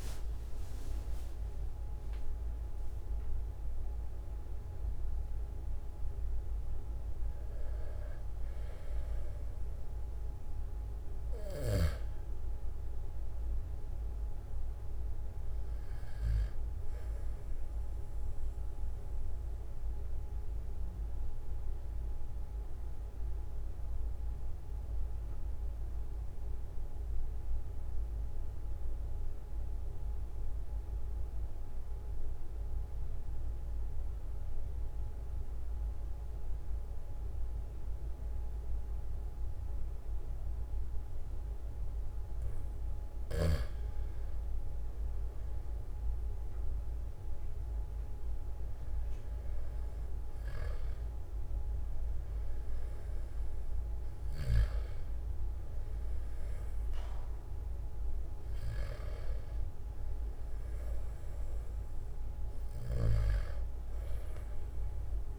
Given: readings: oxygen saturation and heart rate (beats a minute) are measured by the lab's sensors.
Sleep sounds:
breathing in sleep by a room microphone; 1
0.00-1.00 s: arousal
19.00-44.50 s: obstructive apnea (oxygen 97% before, 92% lowest, heart rate 50 before, 43 extreme, up 5 after)
47.00-51.50 s: arousal
49.00-65.39 s: oxygen desaturation (device-marked, oxygen 97% before, 92% lowest, heart rate 44 before, 43 extreme)
From the record:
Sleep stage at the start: N2 (light sleep); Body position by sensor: on the back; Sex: male

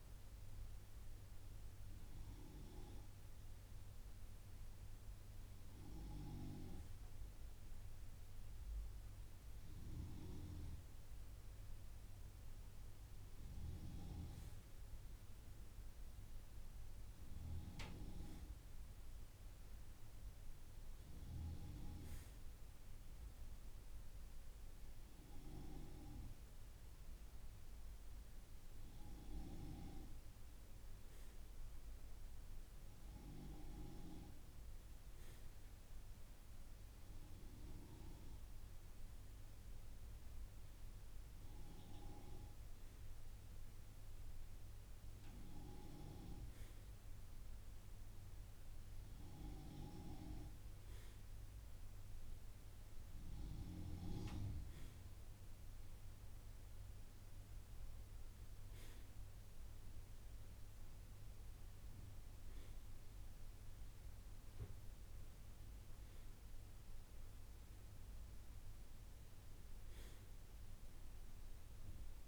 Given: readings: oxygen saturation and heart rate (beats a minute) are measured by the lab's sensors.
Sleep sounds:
breathing in sleep by a room microphone; none
none scored
From the record:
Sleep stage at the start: N2 (light sleep); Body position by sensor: on the right side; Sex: male

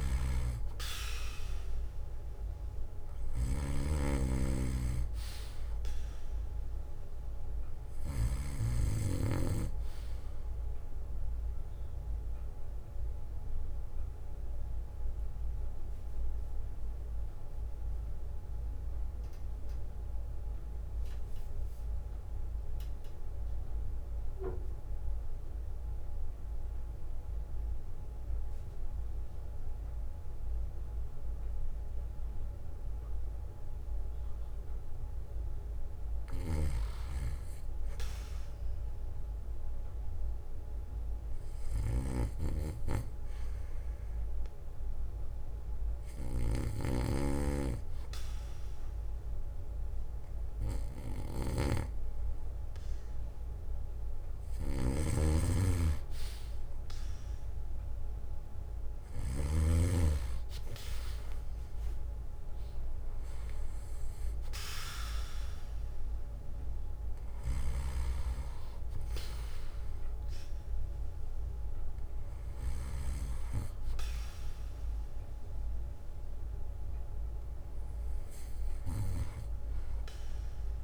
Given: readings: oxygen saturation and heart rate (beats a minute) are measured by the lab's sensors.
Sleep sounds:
breathing in sleep by a room microphone; 1
0.00-1.00 s: arousal
11.50-34.00 s: obstructive apnea (oxygen 96% before, 89% lowest, heart rate 63 before, 52 extreme, up 9 after)
14.50-17.50 s: bradycardia (device-marked, heart rate 62 before, 57 extreme)
18.50-35.50 s: bradycardia (device-marked, heart rate 62 before, 52 extreme)
20.50-39.50 s: oxygen desaturation (device-marked, oxygen 95% before, 92% lowest, heart rate 63 before, 52 extreme)
36.50-38.50 s: bradycardia (device-marked, heart rate 62 before, 57 extreme)
39.50-43.50 s: arousal
41.50-43.50 s: bradycardia (device-marked, heart rate 62 before, 60 extreme)
49.50-65.50 s: oxygen desaturation (device-marked, oxygen 97% before, 92% lowest, heart rate 58 before, 60 extreme)
55.00-60.00 s: snoring (device-marked)
62.50-67.50 s: arousal
67.50-80.84 s: oxygen desaturation (device-marked, oxygen 94% before, 89% lowest, heart rate 68 before, 56 extreme)
From the record:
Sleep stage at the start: REM sleep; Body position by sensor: on the back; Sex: male

